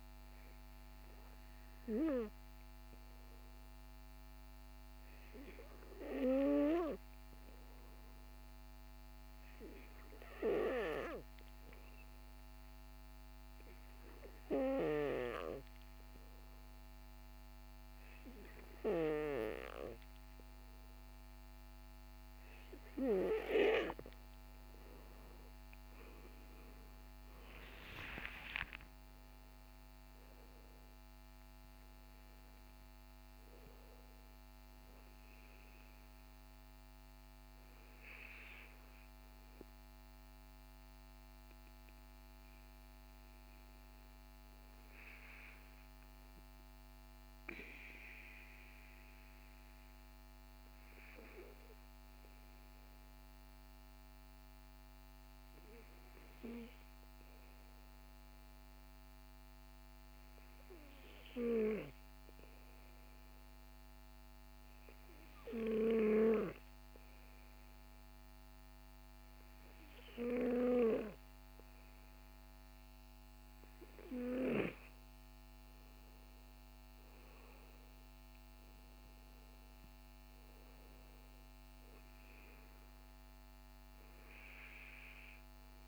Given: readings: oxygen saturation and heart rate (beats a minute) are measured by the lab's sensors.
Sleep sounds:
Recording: breathing in sleep by a microphone on the trachea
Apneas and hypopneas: 2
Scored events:
8.00-21.50 s: hypopnea (oxygen 96% before, 92% lowest, heart rate 54 before, 43 extreme, up 16 after)
26.50-31.00 s: arousal
56.50-70.00 s: hypopnea (oxygen 95% before, 94% lowest, heart rate 52 before, 50 extreme, up 7 after)
74.00-85.88 s: oxygen desaturation (device-marked, oxygen 98% before, 94% lowest, heart rate 63 before, 50 extreme)
76.50-80.50 s: arousal
From the record:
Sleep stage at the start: N2 (light sleep)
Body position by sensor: on the back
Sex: male

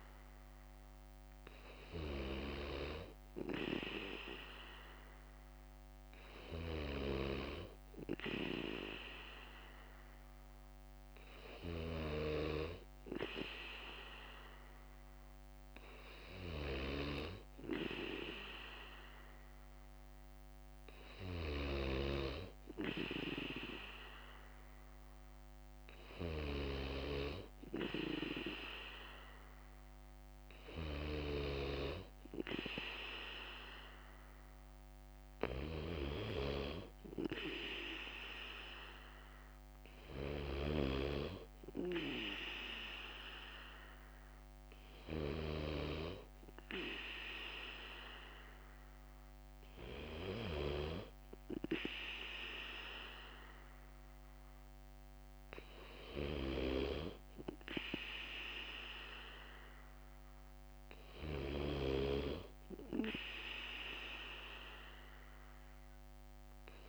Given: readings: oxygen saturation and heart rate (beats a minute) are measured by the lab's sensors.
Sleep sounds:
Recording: breathing in sleep by a microphone on the trachea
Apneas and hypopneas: none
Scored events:
0.00-13.50 s: bradycardia (device-marked, heart rate 57 extreme)
15.50-23.50 s: bradycardia (device-marked, heart rate 59 before, 59 extreme)
45.50-54.50 s: bradycardia (device-marked, heart rate 59 before, 58 extreme)
60.50-66.89 s: bradycardia (device-marked, heart rate 59 before, 56 extreme)
From the record:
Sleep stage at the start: N2 (light sleep)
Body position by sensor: on the back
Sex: male

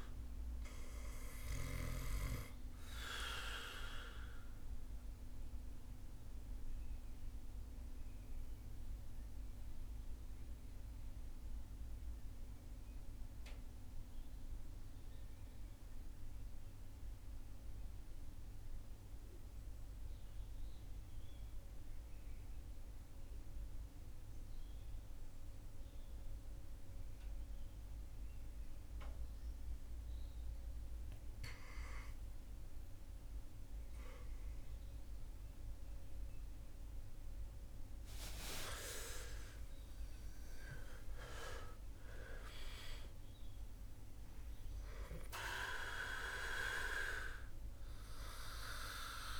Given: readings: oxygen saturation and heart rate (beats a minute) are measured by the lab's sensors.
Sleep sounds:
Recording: breathing in sleep by a room microphone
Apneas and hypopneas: 1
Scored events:
0.00-24.00 s: oxygen desaturation (device-marked, oxygen 81% lowest, heart rate 52 extreme)
5.00-37.00 s: mixed apnea (oxygen 99% before, 81% lowest, heart rate 64 before, 49 extreme, up 23 after)
30.00-49.39 s: oxygen desaturation (device-marked, oxygen 99% before, 81% lowest, heart rate 55 before, 49 extreme)
37.50-42.00 s: arousal
From the record:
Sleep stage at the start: REM sleep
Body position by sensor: on the right side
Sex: male

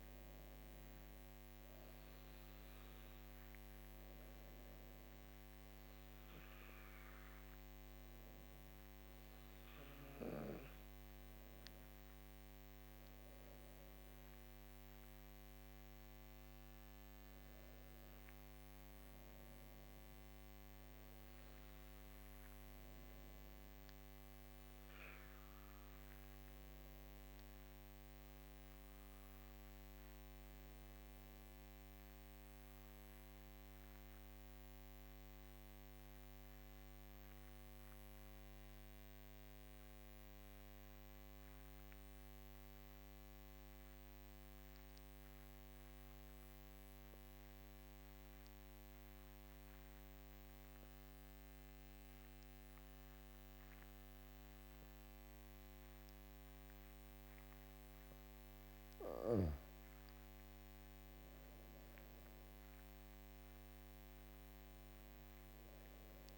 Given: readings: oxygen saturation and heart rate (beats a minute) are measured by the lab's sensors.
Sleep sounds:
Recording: breathing in sleep, hard to hear, by a microphone on the trachea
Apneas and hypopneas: 1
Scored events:
0.00-7.50 s: oxygen desaturation (device-marked, oxygen 91% lowest, heart rate 51 extreme)
11.00-16.00 s: arousal
30.50-57.00 s: obstructive apnea (oxygen 99% before, 91% lowest, heart rate 60 before, 52 extreme, up 12 after)
46.50-66.38 s: oxygen desaturation (device-marked, oxygen 99% before, 91% lowest, heart rate 56 before, 52 extreme)
59.00-63.50 s: arousal
From the record:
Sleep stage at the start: N2 (light sleep)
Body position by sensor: on the back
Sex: female

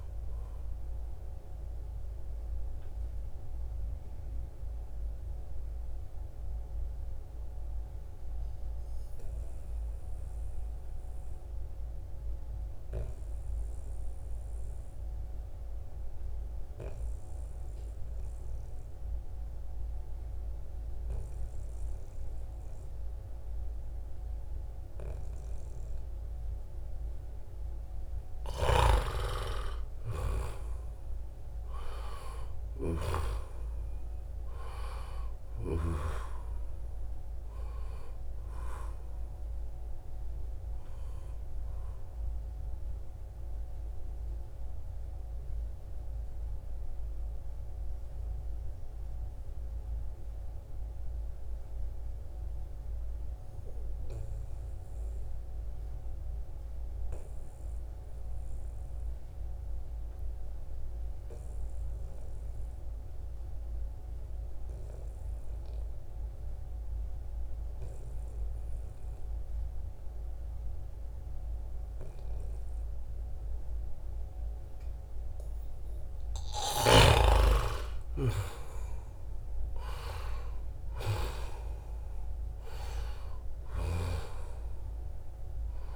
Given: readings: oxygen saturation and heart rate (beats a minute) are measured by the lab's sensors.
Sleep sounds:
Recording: breathing in sleep by a room microphone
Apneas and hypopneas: 2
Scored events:
0.00-13.00 s: oxygen desaturation (device-marked, oxygen 84% lowest, heart rate 66 extreme)
0.50-27.50 s: mixed apnea (oxygen 94% before, 84% lowest, heart rate 71 before, 66 extreme, up 10 after)
27.50-32.50 s: snoring (device-marked)
29.50-32.50 s: arousal
30.00-54.00 s: oxygen desaturation (device-marked, oxygen 97% before, 89% lowest, heart rate 68 before, 63 extreme)
42.50-75.00 s: mixed apnea (oxygen 97% before, 86% lowest, heart rate 72 before, 63 extreme, up 9 after)
68.00-85.96 s: oxygen desaturation (device-marked, oxygen 97% before, 86% lowest, heart rate 68 before, 63 extreme)
76.00-81.00 s: arousal
From the record:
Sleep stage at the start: N2 (light sleep)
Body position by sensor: on the back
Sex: male

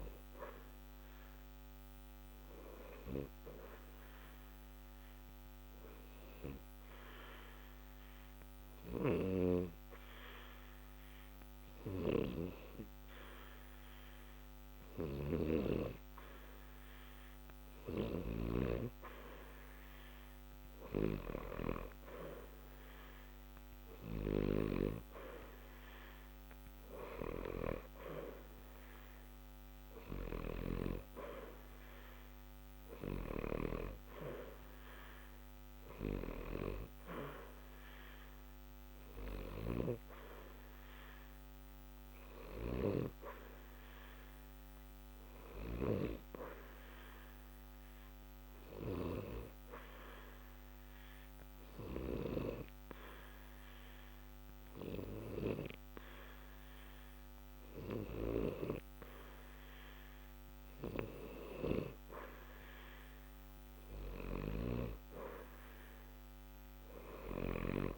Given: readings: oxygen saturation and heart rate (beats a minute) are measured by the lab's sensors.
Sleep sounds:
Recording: breathing in sleep by a microphone on the trachea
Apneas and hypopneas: 2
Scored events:
0.00-6.50 s: oxygen desaturation (device-marked, oxygen 88% lowest, heart rate 60 extreme)
2.00-15.50 s: obstructive apnea (oxygen 93% before, 88% lowest, heart rate 60 before, 60 extreme, up 1 after)
17.50-21.50 s: arousal
30.50-54.50 s: oxygen desaturation (device-marked, oxygen 91% before, 88% lowest, heart rate 60 before, 60 extreme)
41.50-61.00 s: hypopnea (oxygen 91% before, 88% lowest, heart rate 60 before, 60 extreme, up 0 after)
64.50-67.98 s: arousal
From the record:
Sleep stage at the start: N2 (light sleep)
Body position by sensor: on the back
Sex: male

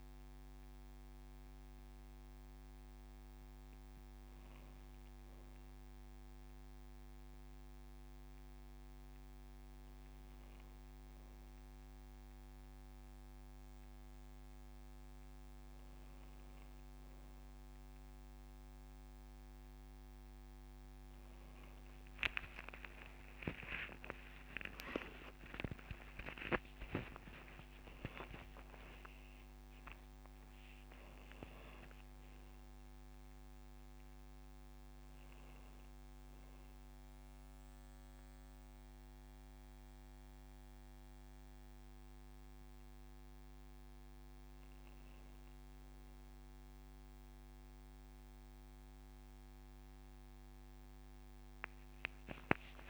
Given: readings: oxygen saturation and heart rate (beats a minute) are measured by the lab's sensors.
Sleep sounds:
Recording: breathing in sleep by a microphone on the trachea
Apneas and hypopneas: none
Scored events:
1.00-3.00 s: long interval between heartbeats (device-marked, heart rate 108 before, 165 extreme)
3.50-5.50 s: long interval between heartbeats (device-marked, heart rate 121 before, 126 extreme)
5.50-7.50 s: long interval between heartbeats (device-marked, heart rate 129 before, 124 extreme)
8.00-10.00 s: long interval between heartbeats (device-marked, heart rate 129 before, 124 extreme)
11.50-13.50 s: long interval between heartbeats (device-marked, heart rate 128 before, 149 extreme)
13.00-43.00 s: new sleep stage, N1 (lightest sleep)
15.00-17.00 s: long interval between heartbeats (device-marked, heart rate 130 before, 99 extreme)
23.00-29.00 s: arousal
25.00-27.00 s: long interval between heartbeats (device-marked, heart rate 102 before, 29 extreme)
43.00-52.90 s: new sleep stage, N2 (light sleep)
From the record:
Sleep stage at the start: N2 (light sleep)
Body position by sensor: on the right side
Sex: female

